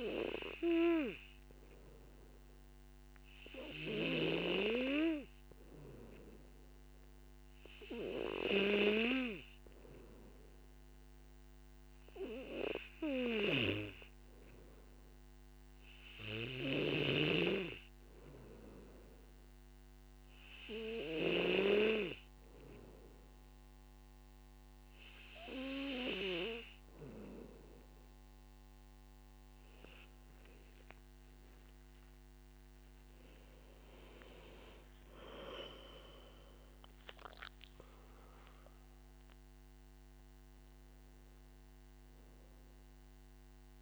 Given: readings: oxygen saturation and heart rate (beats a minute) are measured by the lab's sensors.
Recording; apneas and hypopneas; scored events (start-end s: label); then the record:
breathing in sleep by a microphone on the trachea; none
32.00-37.00 s: arousal
From the record:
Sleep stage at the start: N2 (light sleep); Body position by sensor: on the back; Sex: male